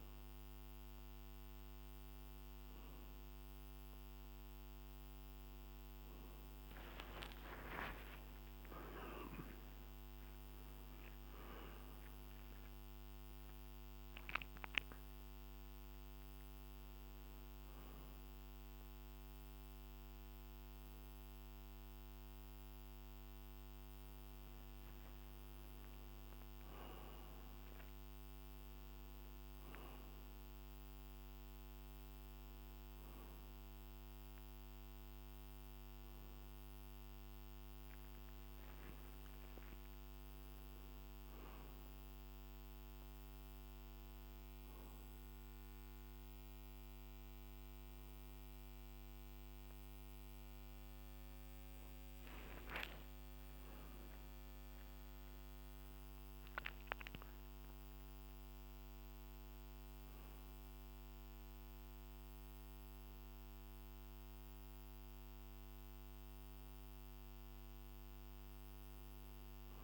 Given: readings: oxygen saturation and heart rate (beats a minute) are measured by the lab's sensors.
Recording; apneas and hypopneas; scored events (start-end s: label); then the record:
a person partly awake in a sleep study, hard to hear, by a microphone on the trachea; none
19.00-69.84 s: new sleep stage, N1 (lightest sleep)
From the record:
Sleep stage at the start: awake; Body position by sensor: on the back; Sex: male